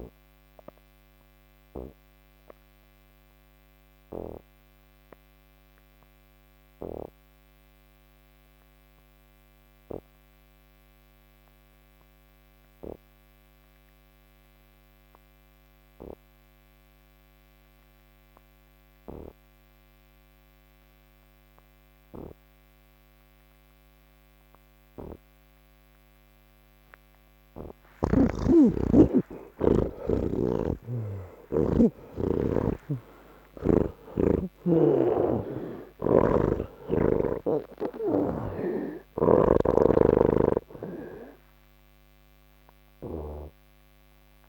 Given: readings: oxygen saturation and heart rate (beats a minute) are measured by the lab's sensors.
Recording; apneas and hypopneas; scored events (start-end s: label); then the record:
breathing in sleep by a microphone on the trachea; none
28.00-39.00 s: oxygen desaturation (device-marked, oxygen 82% before, 78% lowest, heart rate 70 before, 60 extreme)
30.00-33.50 s: snoring (device-marked)
35.50-39.00 s: snoring (device-marked)
From the record:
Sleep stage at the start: N2 (light sleep); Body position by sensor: on the back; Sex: male